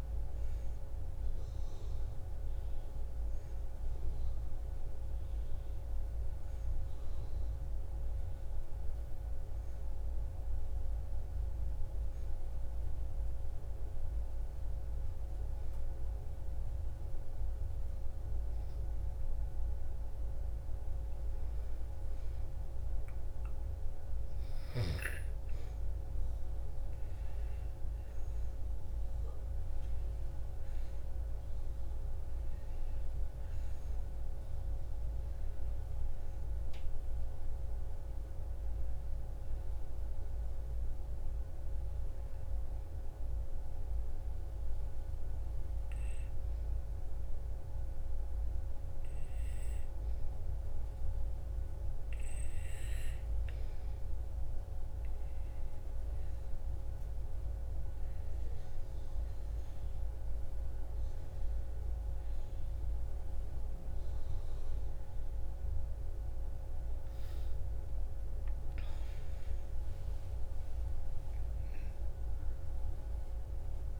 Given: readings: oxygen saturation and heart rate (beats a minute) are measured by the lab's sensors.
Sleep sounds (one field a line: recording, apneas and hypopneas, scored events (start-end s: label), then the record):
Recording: breathing in sleep, hard to hear, by a room microphone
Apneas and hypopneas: 2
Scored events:
5.50-9.50 s: arousal
12.00-22.00 s: hypopnea (oxygen 96% before, 92% lowest, heart rate 61 before, 56 extreme, up 3 after)
24.00-29.00 s: arousal
32.00-44.00 s: oxygen desaturation (device-marked, oxygen 96% before, 92% lowest, heart rate 57 before, 55 extreme)
42.50-53.50 s: hypopnea (oxygen 96% before, 92% lowest, heart rate 59 before, 55 extreme, up 3 after)
59.00-74.00 s: oxygen desaturation (device-marked, oxygen 97% before, 92% lowest, heart rate 57 before, 55 extreme)
65.00-69.00 s: arousal
From the record:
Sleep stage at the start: N2 (light sleep)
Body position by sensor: on the back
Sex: female